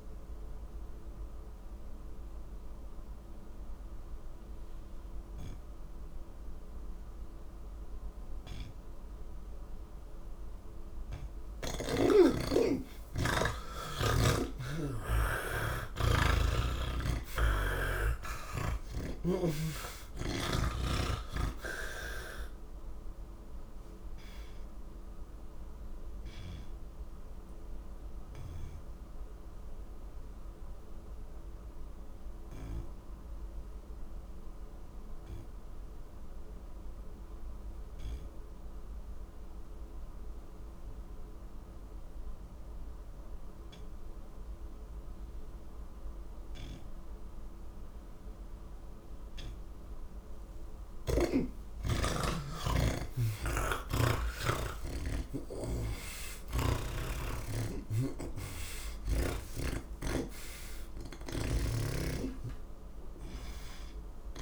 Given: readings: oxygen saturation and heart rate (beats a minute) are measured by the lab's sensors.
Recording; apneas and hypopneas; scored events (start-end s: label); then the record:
breathing in sleep by a room microphone; none
29.50-64.42 s: new sleep stage, N3 (deep sleep)
53.00-56.50 s: snoring (device-marked)
61.00-64.42 s: snoring (device-marked)
From the record:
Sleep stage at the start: N2 (light sleep); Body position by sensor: on the back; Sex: male